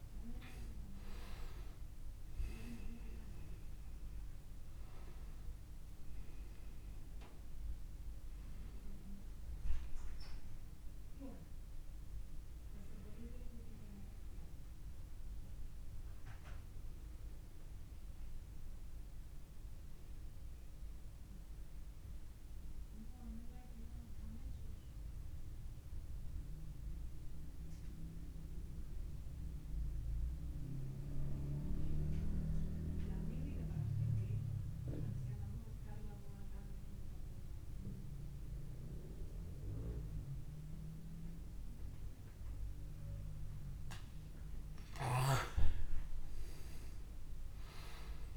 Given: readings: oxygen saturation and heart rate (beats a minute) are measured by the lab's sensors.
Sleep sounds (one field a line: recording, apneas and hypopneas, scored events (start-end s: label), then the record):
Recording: breathing in sleep by a room microphone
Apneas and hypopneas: 1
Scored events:
0.00-25.50 s: oxygen desaturation (device-marked, oxygen 91% lowest)
17.50-43.00 s: obstructive apnea (oxygen 97% before, 91% lowest)
46.00-48.37 s: arousal
From the record:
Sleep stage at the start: N2 (light sleep)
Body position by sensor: on the back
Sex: male